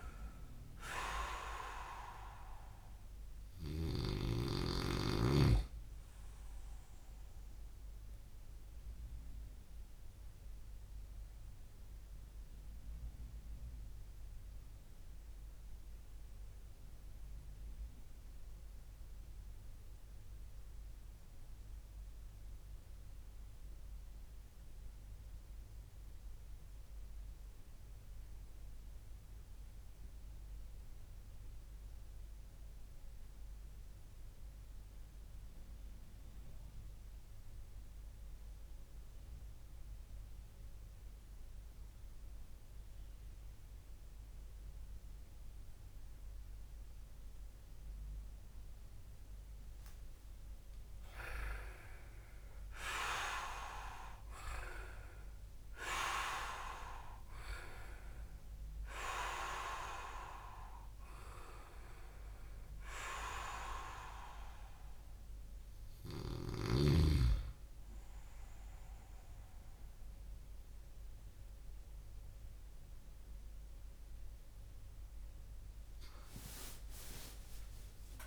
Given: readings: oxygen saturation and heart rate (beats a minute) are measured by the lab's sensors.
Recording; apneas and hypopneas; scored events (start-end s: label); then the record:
breathing in sleep by a room microphone; 1
0.00-4.00 s: snoring (device-marked)
7.00-48.50 s: obstructive apnea (oxygen 98% before, 93% lowest)
50.00-54.50 s: arousal
50.50-70.50 s: oxygen desaturation (device-marked, oxygen 99% before, 94% lowest)
From the record:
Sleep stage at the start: REM sleep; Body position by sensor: on the back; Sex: male